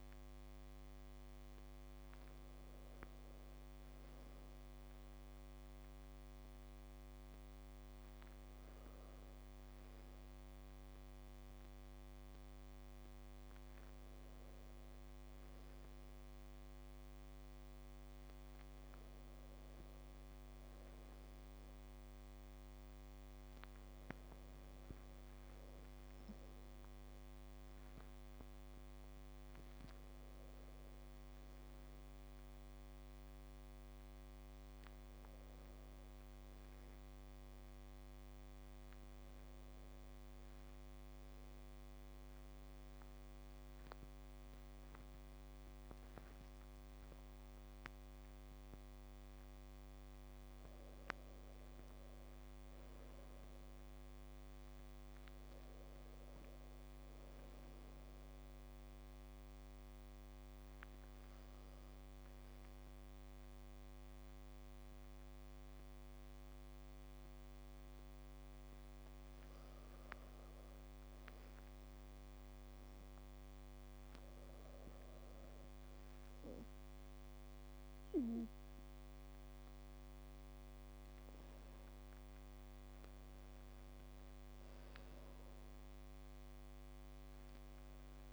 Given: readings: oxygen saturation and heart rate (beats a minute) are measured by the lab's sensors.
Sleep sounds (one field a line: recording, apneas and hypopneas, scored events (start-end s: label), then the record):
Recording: a person awake in a sleep study, hard to hear, by a microphone on the trachea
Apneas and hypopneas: 1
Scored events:
40.50-51.50 s: obstructive apnea (oxygen 98% before, 92% lowest, heart rate 82 before, 77 extreme, up 2 after)
58.50-65.50 s: oxygen desaturation (device-marked, oxygen 96% before, 92% lowest, heart rate 81 before, 77 extreme)
76.50-83.50 s: oxygen desaturation (device-marked, oxygen 97% before, 94% lowest, heart rate 81 before, 76 extreme)
From the record:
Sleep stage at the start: awake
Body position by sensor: on the back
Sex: female